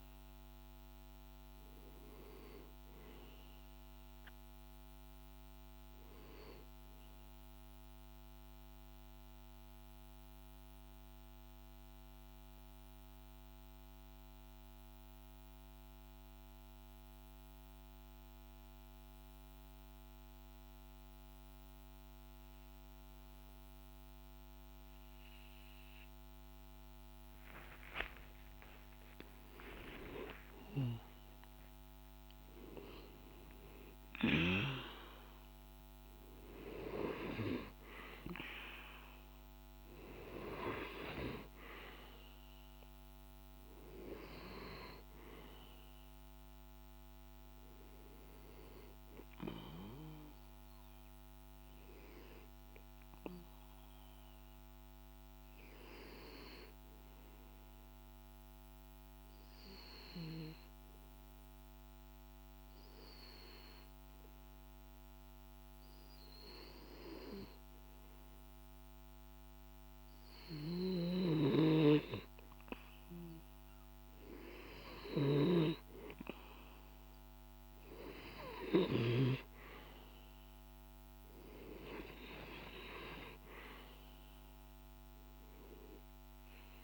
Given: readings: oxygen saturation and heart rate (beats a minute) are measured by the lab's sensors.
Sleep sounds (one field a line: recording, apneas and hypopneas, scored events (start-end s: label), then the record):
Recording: breathing in sleep by a microphone on the trachea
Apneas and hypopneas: 2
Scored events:
7.00-26.50 s: obstructive apnea (oxygen 94% before, 91% lowest, heart rate 53 before, 51 extreme, up 51 after)
24.00-86.84 s: new sleep stage, REM sleep
27.50-31.50 s: arousal
30.00-55.00 s: oxygen desaturation (device-marked, oxygen 98% before, 92% lowest, heart rate 58 before, 51 extreme)
53.00-75.00 s: hypopnea (oxygen 97% before, 91% lowest, heart rate 57 before, 52 extreme, up 1 after)
74.00-86.84 s: oxygen desaturation (device-marked, oxygen 97% before, 91% lowest, heart rate 52 before, 52 extreme)
77.50-81.50 s: arousal
From the record:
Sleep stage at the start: N2 (light sleep)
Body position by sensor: on the back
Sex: male